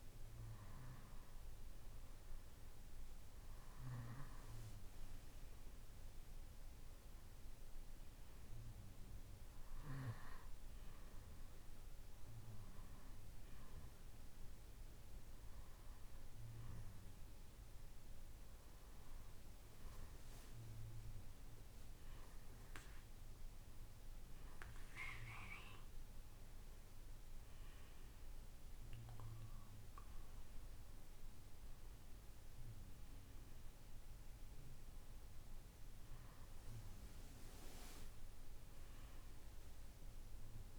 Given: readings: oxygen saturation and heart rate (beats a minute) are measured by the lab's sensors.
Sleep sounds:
breathing in sleep by a room microphone; none
none scored
From the record:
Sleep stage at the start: N2 (light sleep); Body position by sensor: on the right side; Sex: male

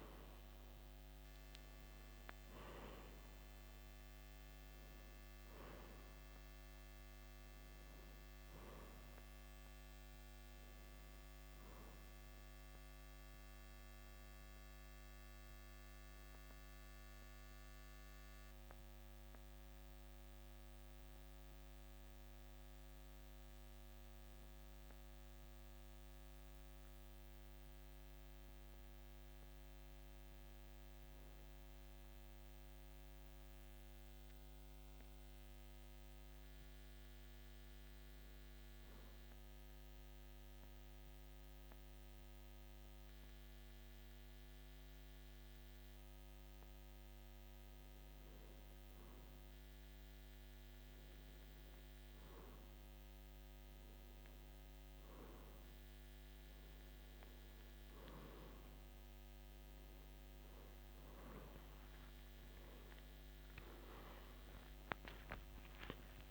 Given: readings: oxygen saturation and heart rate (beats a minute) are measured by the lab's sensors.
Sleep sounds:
breathing in sleep, hard to hear, by a microphone on the trachea; 1
10.50-28.50 s: oxygen desaturation (device-marked, oxygen 93% before, 90% lowest, heart rate 96 before, 53 extreme)
14.00-45.50 s: hypopnea (oxygen 93% before, 90% lowest, heart rate 83 before, 53 extreme, up 1 after)
47.00-52.00 s: arousal
52.50-66.31 s: oxygen desaturation (device-marked, oxygen 97% before, 94% lowest, heart rate 54 before, 54 extreme)
From the record:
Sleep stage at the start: REM sleep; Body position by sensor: on the back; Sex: male

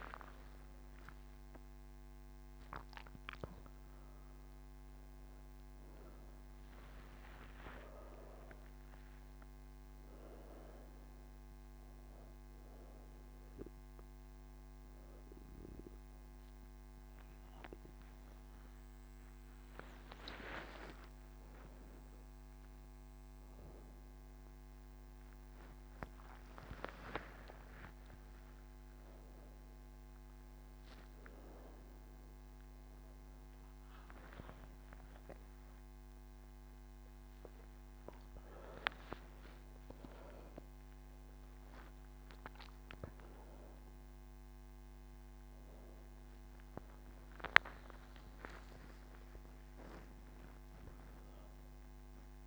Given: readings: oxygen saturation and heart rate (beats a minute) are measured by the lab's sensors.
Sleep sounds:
breathing in sleep by a microphone on the trachea; none
16.00-52.47 s: new sleep stage, N2 (light sleep)
17.00-38.00 s: oxygen desaturation (device-marked, oxygen 98% before, 95% lowest)
From the record:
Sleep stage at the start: N3 (deep sleep); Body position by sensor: on the back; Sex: female

